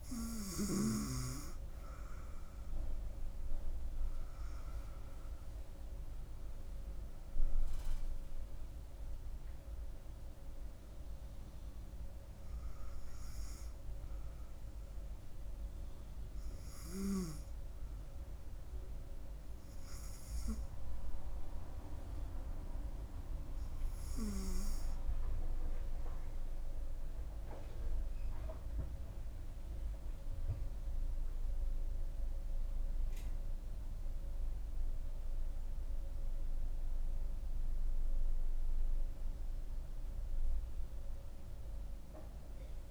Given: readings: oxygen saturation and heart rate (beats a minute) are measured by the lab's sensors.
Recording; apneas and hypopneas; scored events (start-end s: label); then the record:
breathing in sleep by a room microphone; 1
8.50-11.50 s: arousal
19.00-31.50 s: hypopnea (oxygen 97% before, 95% lowest, heart rate 74 before, 66 extreme, up 10 after)
34.00-38.50 s: arousal
From the record:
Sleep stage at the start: N2 (light sleep); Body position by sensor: on the front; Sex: female